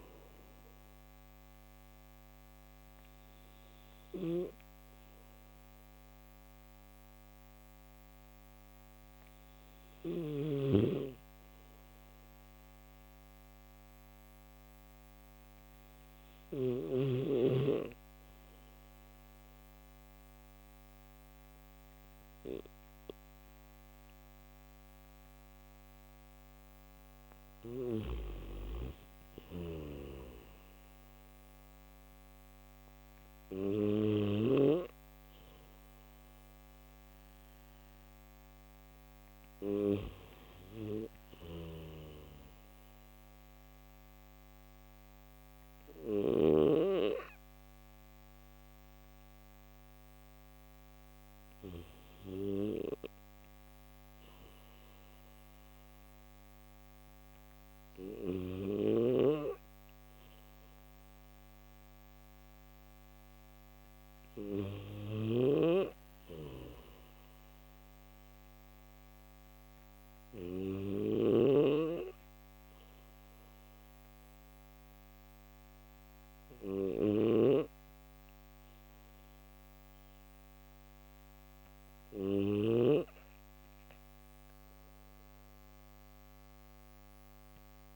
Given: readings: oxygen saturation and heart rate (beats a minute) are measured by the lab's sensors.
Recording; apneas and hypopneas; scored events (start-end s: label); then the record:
breathing in sleep by a microphone on the trachea; none
0.00-5.00 s: oxygen desaturation (device-marked, oxygen 93% lowest, heart rate 65 extreme)
31.00-50.00 s: oxygen desaturation (device-marked, oxygen 96% before, 92% lowest, heart rate 70 before, 64 extreme)
41.00-46.00 s: snoring (device-marked)
52.00-87.96 s: new sleep stage, N3 (deep sleep)
58.50-82.50 s: snoring (device-marked)
From the record:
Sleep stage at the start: N1 (lightest sleep); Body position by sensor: on the back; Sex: male